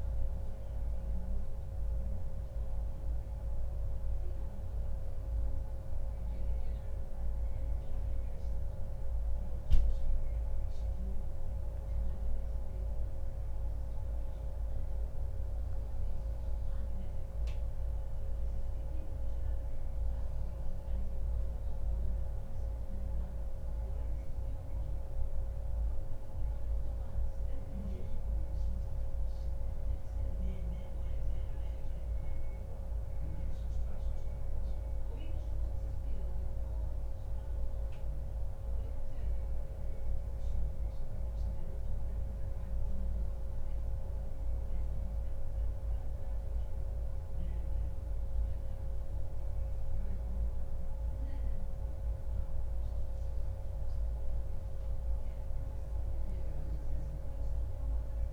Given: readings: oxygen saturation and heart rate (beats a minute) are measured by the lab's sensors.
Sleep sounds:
a person partly awake in a sleep study, hard to hear, by a room microphone; none
42.00-58.33 s: new sleep stage, awake
From the record:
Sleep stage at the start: N1 (lightest sleep); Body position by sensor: on the back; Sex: male

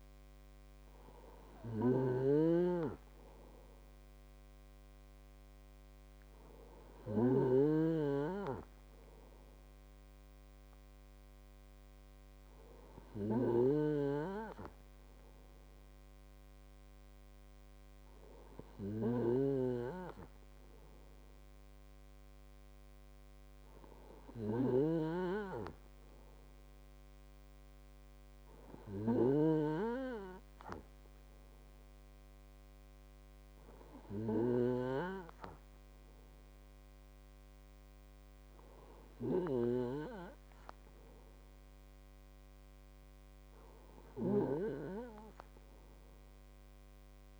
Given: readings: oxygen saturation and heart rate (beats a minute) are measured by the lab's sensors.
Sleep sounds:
breathing in sleep by a microphone on the trachea; none
0.00-8.00 s: snoring (device-marked)
25.00-30.00 s: snoring (device-marked)
From the record:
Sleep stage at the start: N2 (light sleep); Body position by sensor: on the right side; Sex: male

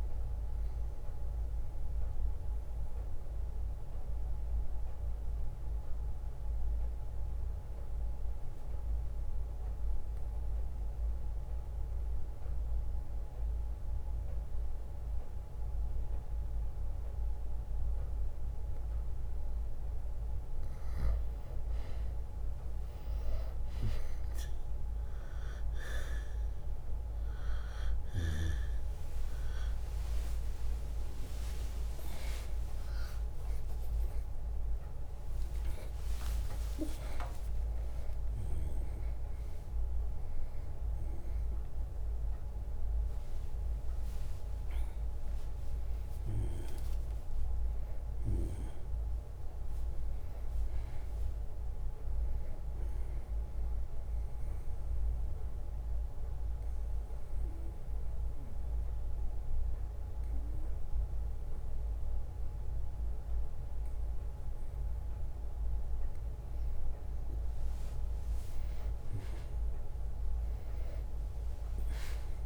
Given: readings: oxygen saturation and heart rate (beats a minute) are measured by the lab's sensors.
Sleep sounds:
a person partly awake in a sleep study, by a room microphone; 2
0.00-5.00 s: drop in pulse transit time (device-marked, heart rate 63 extreme)
0.00-7.00 s: oxygen desaturation (device-marked, oxygen 95% lowest, heart rate 54 extreme)
0.50-20.00 s: obstructive apnea (oxygen 98% before, 93% lowest, heart rate 64 before, 54 extreme, up 12 after)
7.00-14.00 s: bradycardia (device-marked, heart rate 64 before, 54 extreme)
23.00-53.00 s: new sleep stage, awake
29.00-45.00 s: drop in pulse transit time (device-marked, heart rate 60 before, 68 extreme)
30.00-32.00 s: tachycardia (device-marked, heart rate 64 before, 79 extreme)
33.00-36.00 s: tachycardia (device-marked, heart rate 64 before, 110 extreme)
33.00-43.00 s: oxygen desaturation (device-marked, oxygen 98% before, 93% lowest, heart rate 65 before, 59 extreme)
33.50-35.50 s: long interval between heartbeats (device-marked, heart rate 65 before, 109 extreme)
36.50-38.50 s: long interval between heartbeats (device-marked, heart rate 72 before, 106 extreme)
53.00-72.46 s: new sleep stage, N2 (light sleep)
55.00-65.50 s: obstructive apnea (oxygen 98% before, 93% lowest, heart rate 78 before, 57 extreme, up 5 after)
62.00-65.00 s: bradycardia (device-marked, heart rate 65 before, 60 extreme)
67.50-72.46 s: arousal
From the record:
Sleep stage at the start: N2 (light sleep); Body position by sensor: on the back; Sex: male

